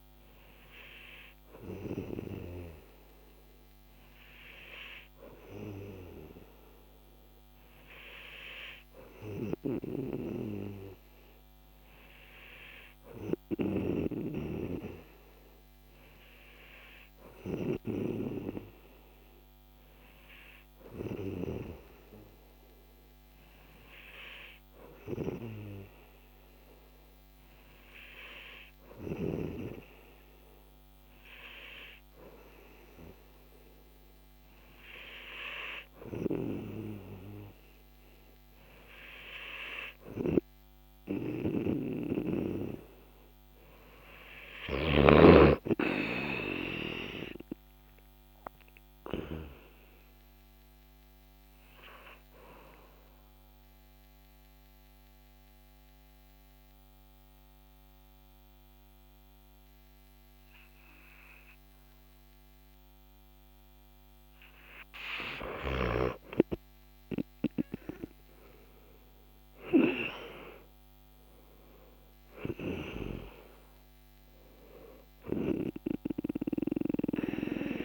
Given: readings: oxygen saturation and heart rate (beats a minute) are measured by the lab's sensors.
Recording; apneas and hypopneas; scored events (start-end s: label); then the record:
breathing in sleep by a microphone on the trachea; 1
36.00-49.50 s: snoring (device-marked)
52.50-64.50 s: central apnea (oxygen 95% before, 92% lowest, heart rate 60 before, 49 extreme, up 14 after)
60.00-77.85 s: new sleep stage, N2 (light sleep)
69.50-73.50 s: arousal
From the record:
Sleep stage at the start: N3 (deep sleep); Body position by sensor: on the back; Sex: male